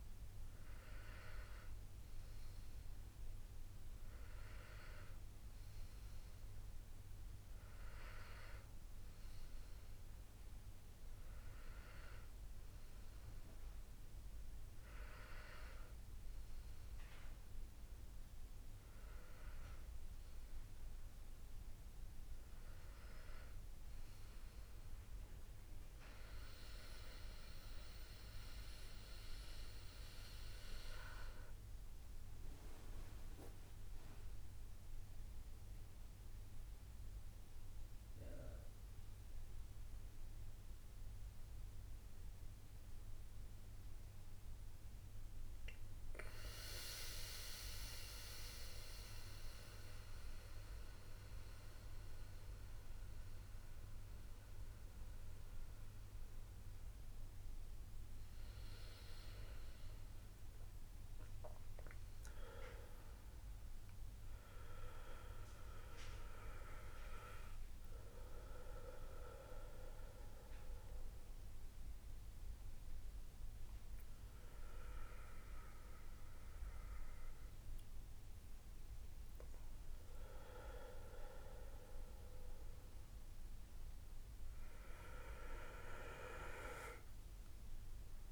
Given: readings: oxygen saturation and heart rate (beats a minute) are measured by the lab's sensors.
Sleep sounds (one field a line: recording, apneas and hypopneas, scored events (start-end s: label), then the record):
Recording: breathing in sleep by a room microphone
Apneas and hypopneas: none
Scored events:
28.00-88.32 s: new sleep stage, N1 (lightest sleep)
50.50-54.50 s: arousal
From the record:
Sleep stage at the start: N2 (light sleep)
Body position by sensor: on the back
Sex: male